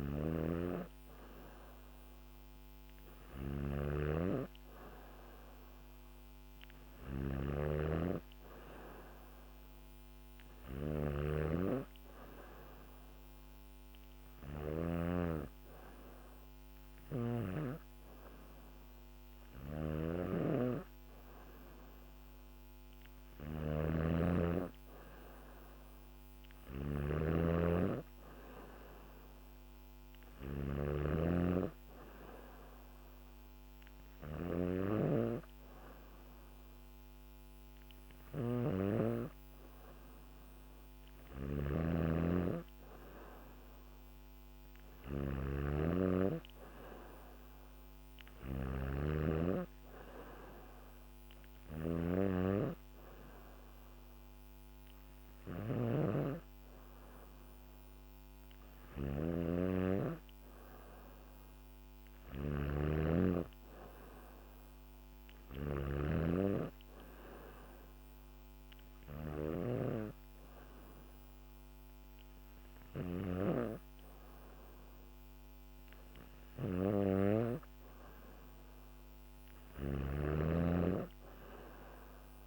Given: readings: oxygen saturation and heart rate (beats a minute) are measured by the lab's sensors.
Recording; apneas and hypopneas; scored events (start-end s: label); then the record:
breathing in sleep by a microphone on the trachea; none
0.00-14.50 s: snoring (device-marked)
19.00-73.00 s: snoring (device-marked)
79.00-82.47 s: snoring (device-marked)
From the record:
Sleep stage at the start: N3 (deep sleep); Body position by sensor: on the back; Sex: female